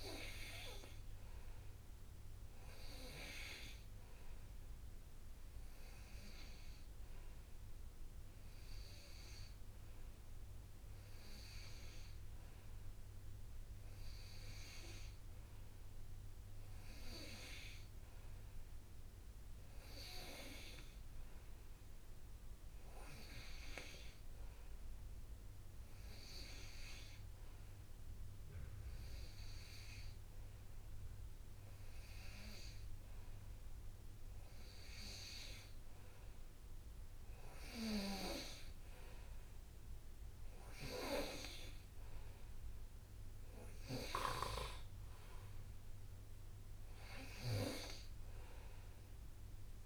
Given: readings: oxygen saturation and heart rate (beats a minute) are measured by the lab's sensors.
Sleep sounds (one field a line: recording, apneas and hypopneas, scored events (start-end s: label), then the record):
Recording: breathing in sleep by a room microphone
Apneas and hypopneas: none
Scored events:
none scored
From the record:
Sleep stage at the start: N2 (light sleep)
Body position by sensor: on the right side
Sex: male